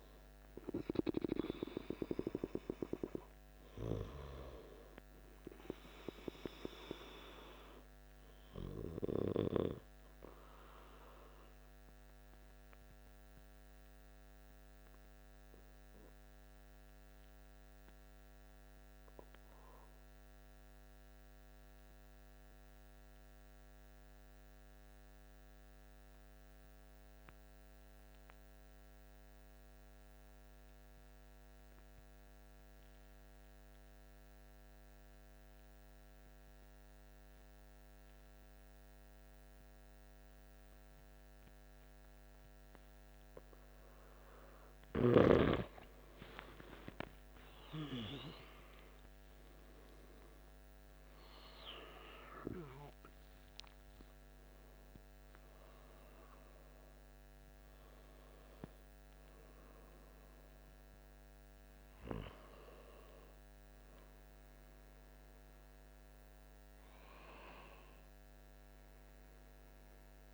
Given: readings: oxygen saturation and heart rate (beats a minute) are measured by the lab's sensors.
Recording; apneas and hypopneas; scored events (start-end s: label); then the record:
breathing in sleep by a microphone on the trachea; 1
0.00-23.00 s: oxygen desaturation (device-marked, oxygen 86% lowest, heart rate 52 extreme)
11.50-44.50 s: obstructive apnea (oxygen 98% before, 81% lowest, heart rate 57 before, 51 extreme, up 17 after)
39.00-70.34 s: oxygen desaturation (device-marked, oxygen 98% before, 81% lowest, heart rate 53 before, 51 extreme)
46.50-51.50 s: arousal
From the record:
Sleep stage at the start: N2 (light sleep); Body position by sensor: on the back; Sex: male